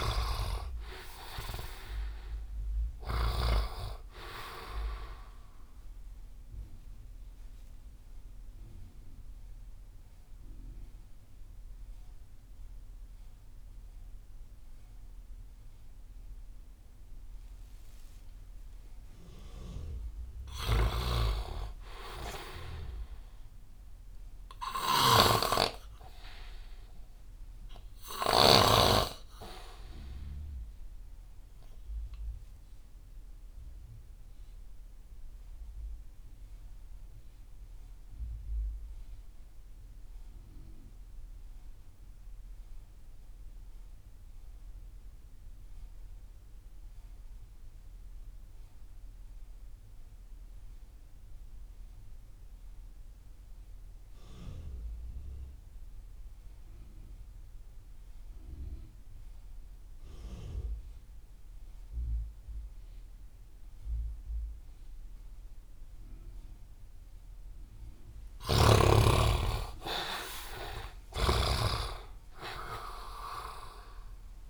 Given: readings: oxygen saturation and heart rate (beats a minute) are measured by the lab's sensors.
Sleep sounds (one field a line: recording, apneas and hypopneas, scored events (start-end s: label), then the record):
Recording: breathing in sleep by a room microphone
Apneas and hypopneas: 2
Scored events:
0.00-3.50 s: snoring (device-marked)
0.00-22.00 s: oxygen desaturation (device-marked, oxygen 52% lowest)
6.50-20.00 s: mixed apnea (oxygen 80% before, 52% lowest)
20.50-28.50 s: snoring (device-marked)
21.00-25.00 s: arousal
24.00-44.00 s: oxygen desaturation (device-marked, oxygen 99% before, 83% lowest)
32.50-67.00 s: obstructive apnea (oxygen 99% before, 61% lowest)
52.00-74.50 s: oxygen desaturation (device-marked, oxygen 96% before, 61% lowest)
69.00-73.00 s: arousal
71.00-74.50 s: snoring (device-marked)
From the record:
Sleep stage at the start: REM sleep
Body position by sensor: on the right side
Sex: male